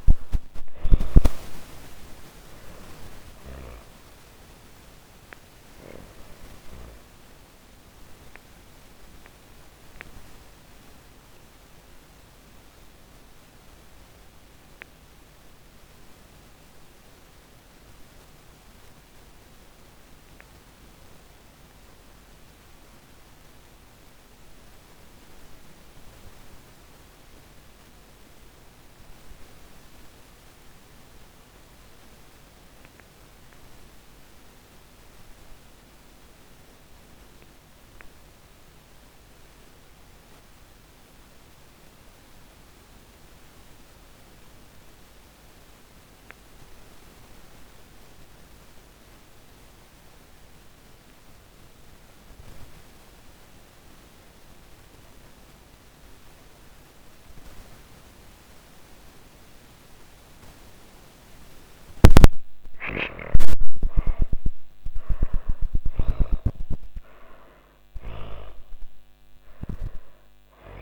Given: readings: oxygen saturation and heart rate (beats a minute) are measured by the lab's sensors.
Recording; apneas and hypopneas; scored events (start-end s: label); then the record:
breathing in sleep by a microphone on the trachea; 1
0.00-10.50 s: oxygen desaturation (device-marked, oxygen 77% lowest, heart rate 115 extreme)
8.50-59.50 s: obstructive apnea (oxygen 98% before, 62% lowest, heart rate 145 before, 93 extreme, up 21 after)
12.50-28.50 s: oxygen desaturation (device-marked, oxygen 83% before, 72% lowest, heart rate 147 before, 93 extreme)
36.50-70.82 s: oxygen desaturation (device-marked, oxygen 99% before, 62% lowest, heart rate 128 before, 93 extreme)
61.50-65.00 s: snoring (device-marked)
61.50-66.50 s: arousal
From the record:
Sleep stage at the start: N2 (light sleep); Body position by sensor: on the back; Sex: female